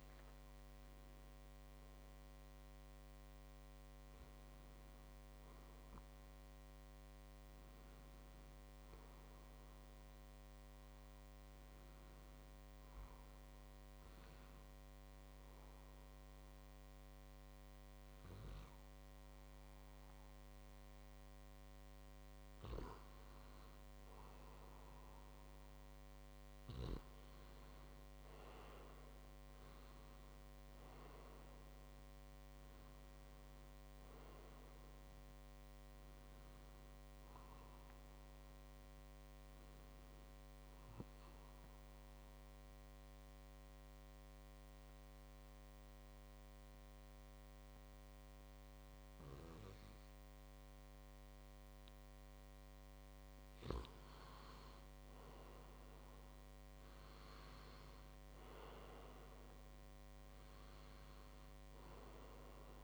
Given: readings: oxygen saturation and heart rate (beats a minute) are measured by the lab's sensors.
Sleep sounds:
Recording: a person partly awake in a sleep study, hard to hear, by a microphone on the trachea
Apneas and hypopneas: 2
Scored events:
8.00-62.84 s: new sleep stage, N1 (lightest sleep)
14.00-24.00 s: obstructive apnea (oxygen 99% before, 94% lowest, heart rate 48 before, 55 extreme, up 1 after)
27.00-30.50 s: arousal
41.00-53.50 s: obstructive apnea (oxygen 97% before, 94% lowest, heart rate 61 before, 27 extreme, up 0 after)
56.00-59.50 s: arousal
59.00-62.84 s: oxygen desaturation (device-marked, oxygen 98% before, 94% lowest, heart rate 58 before, 44 extreme)
From the record:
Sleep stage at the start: awake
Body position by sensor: on the back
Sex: male

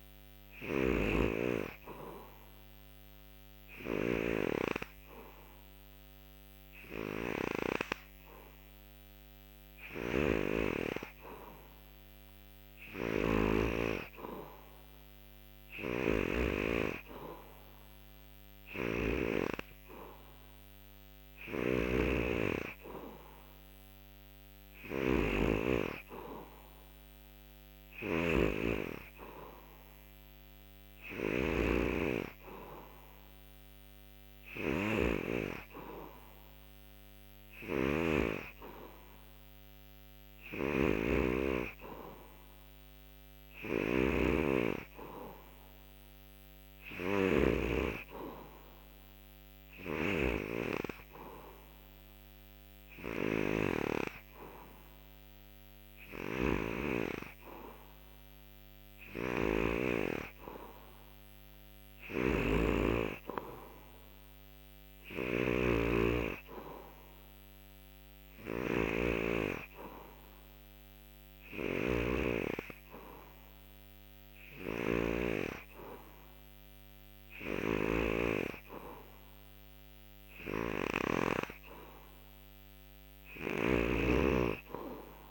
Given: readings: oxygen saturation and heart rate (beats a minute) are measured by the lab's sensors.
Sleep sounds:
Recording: breathing in sleep by a microphone on the trachea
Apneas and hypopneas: none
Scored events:
0.00-38.00 s: snoring (device-marked)
40.00-47.50 s: snoring (device-marked)
49.50-81.00 s: snoring (device-marked)
83.00-85.31 s: snoring (device-marked)
From the record:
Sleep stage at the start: N3 (deep sleep)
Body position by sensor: on the back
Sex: male

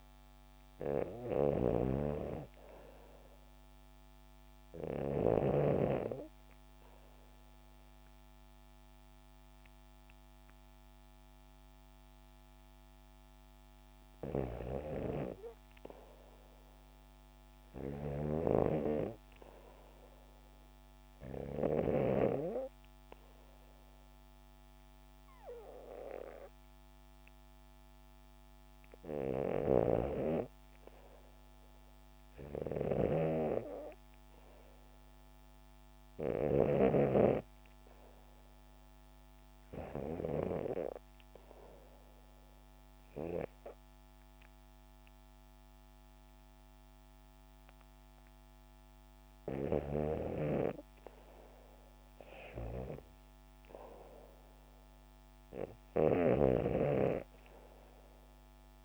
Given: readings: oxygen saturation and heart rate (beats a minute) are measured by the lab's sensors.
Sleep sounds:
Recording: breathing in sleep by a microphone on the trachea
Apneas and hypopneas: 2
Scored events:
1.00-5.00 s: snoring (device-marked)
18.50-29.00 s: obstructive apnea (oxygen 94% before, 90% lowest, heart rate 76 before, 72 extreme, up 1 after)
31.50-35.00 s: arousal
32.50-37.00 s: snoring (device-marked)
39.00-43.00 s: oxygen desaturation (device-marked, oxygen 93% before, 90% lowest, heart rate 74 before, 74 extreme)
40.50-50.50 s: obstructive apnea (oxygen 95% before, 82% lowest, heart rate 74 before, 74 extreme, up 1 after)
52.50-56.50 s: arousal
From the record:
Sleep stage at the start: REM sleep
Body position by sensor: on the back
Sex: female

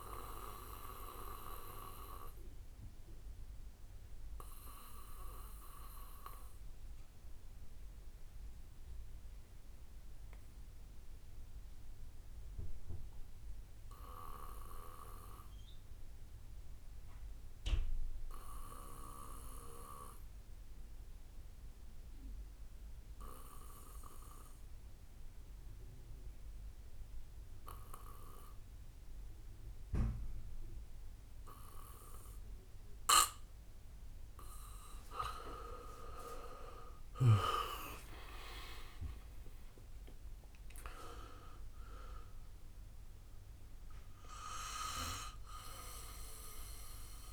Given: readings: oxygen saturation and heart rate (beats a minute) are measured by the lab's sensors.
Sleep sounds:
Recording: breathing in sleep by a room microphone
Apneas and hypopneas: 1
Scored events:
0.00-1.00 s: bradycardia (device-marked, heart rate 59 extreme)
0.00-5.00 s: oxygen desaturation (device-marked, oxygen 91% lowest, heart rate 58 extreme)
1.00-33.50 s: obstructive apnea (oxygen 98% before, 88% lowest, heart rate 62 before, 52 extreme, up 11 after)
11.00-14.00 s: bradycardia (device-marked, heart rate 64 before, 59 extreme)
25.00-27.00 s: bradycardia (device-marked, heart rate 64 before, 60 extreme)
25.00-47.33 s: oxygen desaturation (device-marked, oxygen 98% before, 88% lowest, heart rate 60 before, 52 extreme)
28.00-31.00 s: bradycardia (device-marked, heart rate 64 before, 58 extreme)
35.50-40.00 s: arousal
38.00-47.33 s: drop in pulse transit time (device-marked, heart rate 60 before, 65 extreme)
45.00-47.33 s: bradycardia (device-marked, heart rate 64 before, 52 extreme)
From the record:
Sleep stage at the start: N2 (light sleep)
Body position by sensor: on the back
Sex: male

